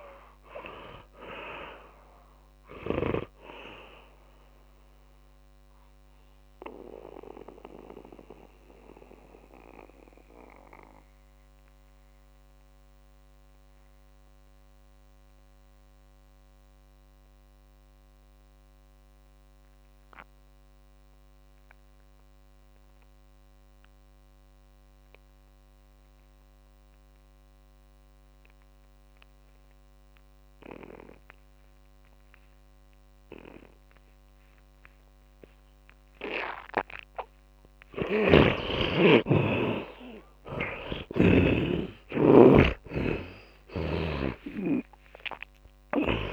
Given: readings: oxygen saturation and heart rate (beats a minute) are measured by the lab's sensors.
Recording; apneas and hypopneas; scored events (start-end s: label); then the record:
breathing in sleep by a microphone on the trachea; 1
0.00-3.50 s: snoring (device-marked)
0.00-23.50 s: oxygen desaturation (device-marked, oxygen 77% lowest)
7.00-37.00 s: mixed apnea (oxygen 100% before, 76% lowest)
29.50-46.33 s: oxygen desaturation (device-marked, oxygen 100% before, 76% lowest)
38.00-46.33 s: snoring (device-marked)
39.00-44.50 s: arousal
From the record:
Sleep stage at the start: N2 (light sleep); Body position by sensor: on the back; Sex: male